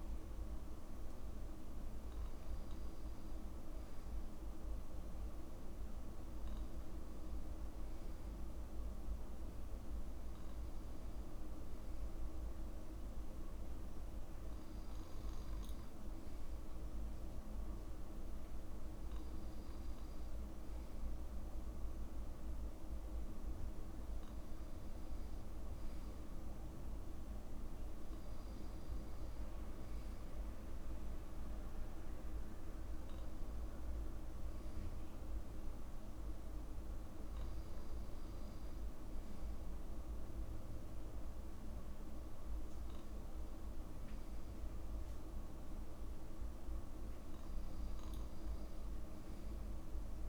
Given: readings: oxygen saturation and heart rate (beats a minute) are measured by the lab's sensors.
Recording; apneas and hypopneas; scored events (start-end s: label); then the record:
breathing in sleep, hard to hear, by a room microphone; none
40.50-42.50 s: long interval between heartbeats (device-marked, heart rate 67 before, 78 extreme)
From the record:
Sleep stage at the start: N2 (light sleep); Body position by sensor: on the back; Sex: male